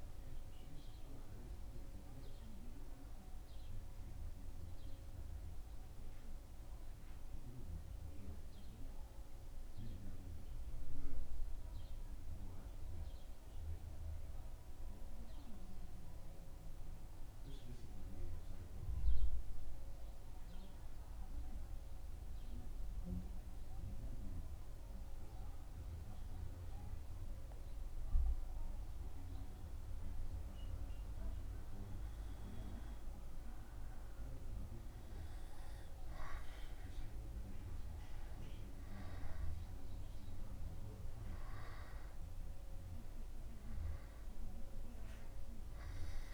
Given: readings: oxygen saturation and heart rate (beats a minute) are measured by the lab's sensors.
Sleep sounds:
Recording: breathing in sleep, hard to hear, by a room microphone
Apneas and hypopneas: 1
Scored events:
6.50-27.50 s: mixed apnea (oxygen 97% before, 94% lowest, heart rate 77 before, 75 extreme, up 4 after)
30.50-34.50 s: arousal
From the record:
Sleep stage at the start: N2 (light sleep)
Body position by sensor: on the back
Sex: male

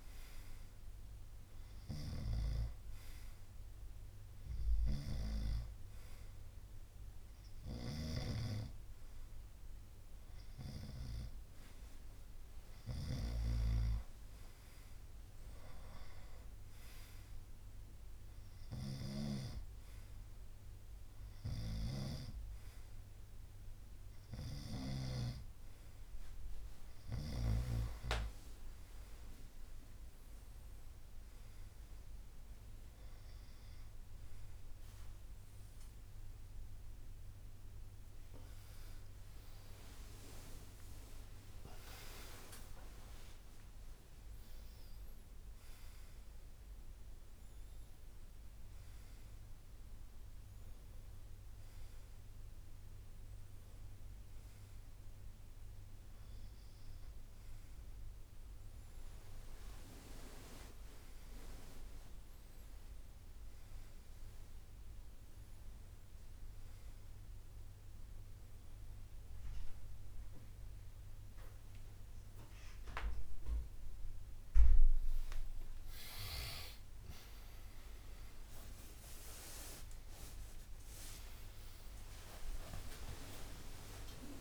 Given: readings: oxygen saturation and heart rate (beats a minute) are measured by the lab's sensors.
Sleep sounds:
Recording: breathing in sleep by a room microphone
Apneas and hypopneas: none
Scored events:
30.50-51.50 s: drop in pulse transit time (device-marked, heart rate 72 before, 74 extreme)
38.00-43.00 s: arousal
39.50-42.50 s: tachycardia (device-marked, heart rate 72 before, 92 extreme)
42.00-44.00 s: long interval between heartbeats (device-marked, heart rate 74 before, 92 extreme)
69.00-71.00 s: long interval between heartbeats (device-marked, heart rate 73 before, 73 extreme)
76.50-84.41 s: tachycardia (device-marked, heart rate 72 before, 134 extreme)
77.50-84.41 s: new sleep stage, awake
79.00-81.00 s: long interval between heartbeats (device-marked, heart rate 73 before, 92 extreme)
80.50-84.41 s: drop in pulse transit time (device-marked, heart rate 76 before, 79 extreme)
82.00-84.00 s: long interval between heartbeats (device-marked, heart rate 78 before, 124 extreme)
From the record:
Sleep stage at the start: N2 (light sleep)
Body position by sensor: on the right side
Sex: male

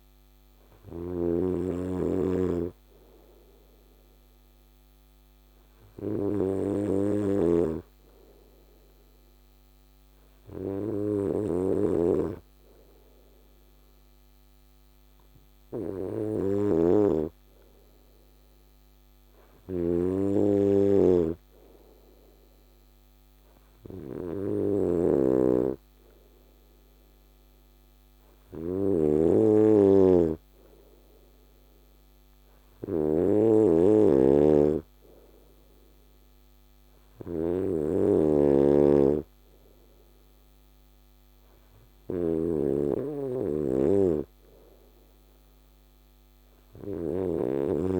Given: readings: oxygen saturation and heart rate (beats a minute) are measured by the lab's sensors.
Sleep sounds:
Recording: breathing in sleep by a microphone on the trachea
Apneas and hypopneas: none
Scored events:
0.00-1.00 s: snoring (device-marked)
7.00-48.00 s: snoring (device-marked)
From the record:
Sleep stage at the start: N2 (light sleep)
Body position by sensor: on the right side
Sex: male

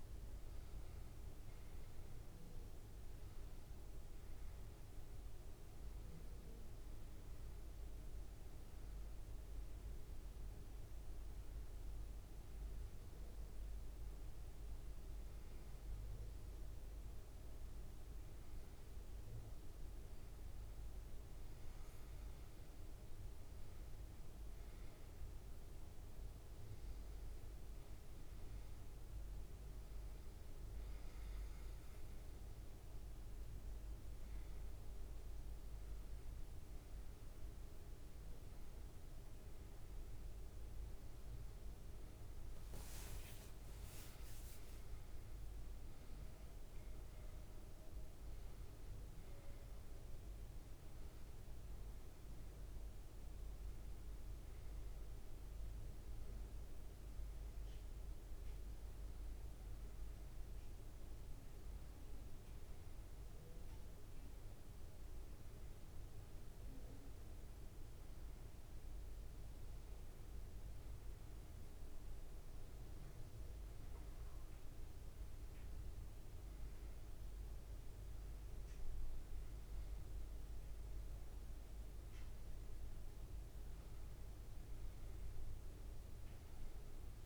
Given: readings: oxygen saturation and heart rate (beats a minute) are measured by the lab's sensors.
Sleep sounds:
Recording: breathing in sleep, hard to hear, by a room microphone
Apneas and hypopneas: none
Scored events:
none scored
From the record:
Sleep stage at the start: N2 (light sleep)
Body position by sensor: on the back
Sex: male

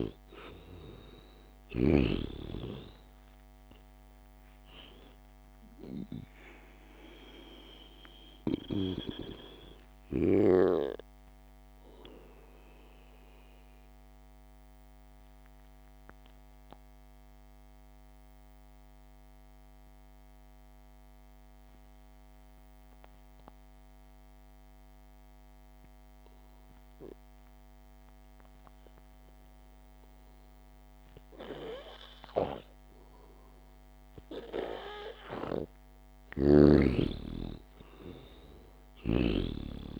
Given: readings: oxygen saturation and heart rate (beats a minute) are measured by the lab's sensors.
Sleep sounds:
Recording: breathing in sleep by a microphone on the trachea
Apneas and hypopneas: 1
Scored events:
1.00-3.00 s: long interval between heartbeats (device-marked, heart rate 58 before, 59 extreme)
5.50-9.00 s: arousal
14.00-30.00 s: mixed apnea (oxygen 97% before, 90% lowest, heart rate 61 before, 54 extreme)
33.00-37.50 s: arousal
38.50-40.00 s: oxygen desaturation (device-marked, oxygen 98% before, 90% lowest, heart rate 65 before, 53 extreme)
From the record:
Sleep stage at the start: N2 (light sleep)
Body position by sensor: on the back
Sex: male

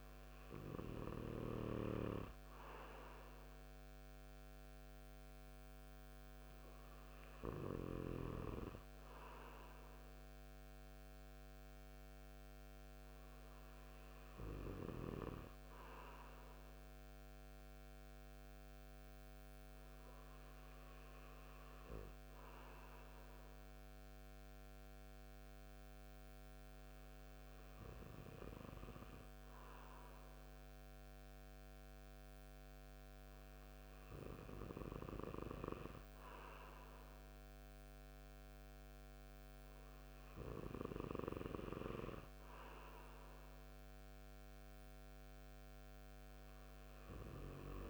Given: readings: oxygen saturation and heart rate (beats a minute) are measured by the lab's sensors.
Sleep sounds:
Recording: breathing in sleep by a microphone on the trachea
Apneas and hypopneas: none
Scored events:
none scored
From the record:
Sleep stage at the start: N2 (light sleep)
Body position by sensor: on the right side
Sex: male

